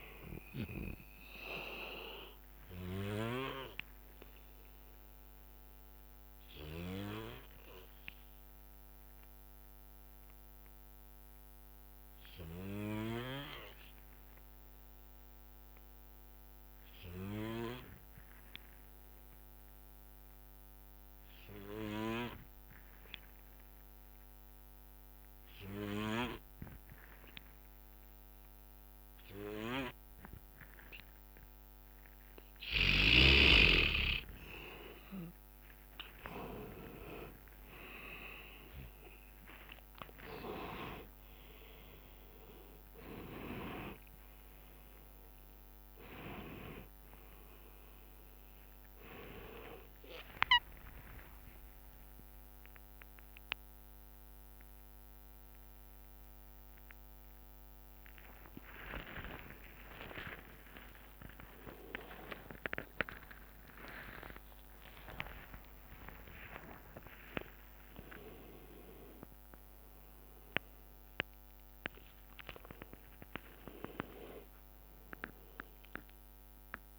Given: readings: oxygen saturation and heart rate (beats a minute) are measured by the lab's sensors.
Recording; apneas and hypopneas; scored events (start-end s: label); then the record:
a person partly awake in a sleep study, by a microphone on the trachea; 1
0.00-7.00 s: drop in pulse transit time (device-marked, heart rate 64 extreme)
0.00-15.00 s: oxygen desaturation (device-marked, oxygen 89% lowest, heart rate 57 extreme)
4.00-15.00 s: bradycardia (device-marked, heart rate 65 before, 57 extreme)
5.00-33.00 s: obstructive apnea (oxygen 99% before, 85% lowest, heart rate 67 before, 57 extreme, up 16 after)
26.00-56.00 s: oxygen desaturation (device-marked, oxygen 100% before, 85% lowest, heart rate 59 before, 62 extreme)
40.00-60.00 s: drop in pulse transit time (device-marked, heart rate 63 before, 77 extreme)
48.00-76.99 s: new sleep stage, awake
51.50-53.50 s: long interval between heartbeats (device-marked, heart rate 75 before, 93 extreme)
56.00-71.00 s: tachycardia (device-marked, heart rate 66 before, 140 extreme)
60.00-62.00 s: long interval between heartbeats (device-marked, heart rate 88 before, 119 extreme)
62.00-64.00 s: long interval between heartbeats (device-marked, heart rate 93 before, 134 extreme)
65.00-67.00 s: long interval between heartbeats (device-marked, heart rate 101 before, 129 extreme)
From the record:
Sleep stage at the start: N2 (light sleep); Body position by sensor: on the back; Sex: male